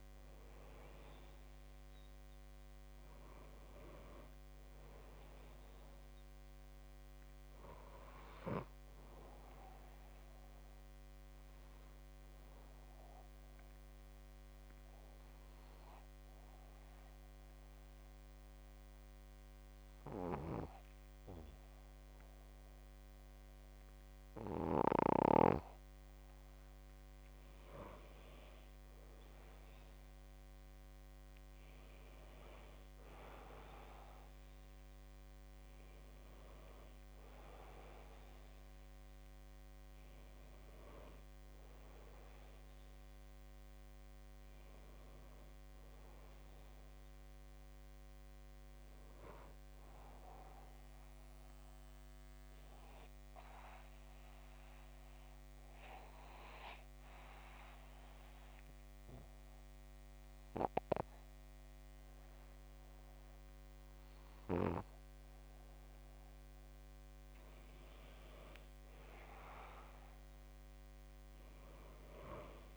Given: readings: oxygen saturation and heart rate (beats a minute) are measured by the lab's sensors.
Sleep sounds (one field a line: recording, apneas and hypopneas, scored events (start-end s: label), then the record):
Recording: breathing in sleep by a microphone on the trachea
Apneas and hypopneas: 2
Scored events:
16.50-28.50 s: hypopnea (oxygen 96% before, 94% lowest, heart rate 63 before, 62 extreme, up 1 after)
31.00-34.50 s: arousal
54.50-65.50 s: hypopnea (oxygen 96% before, 94% lowest, heart rate 64 before, 62 extreme, up 1 after)
68.50-71.50 s: arousal
From the record:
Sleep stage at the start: N2 (light sleep)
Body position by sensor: on the back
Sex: male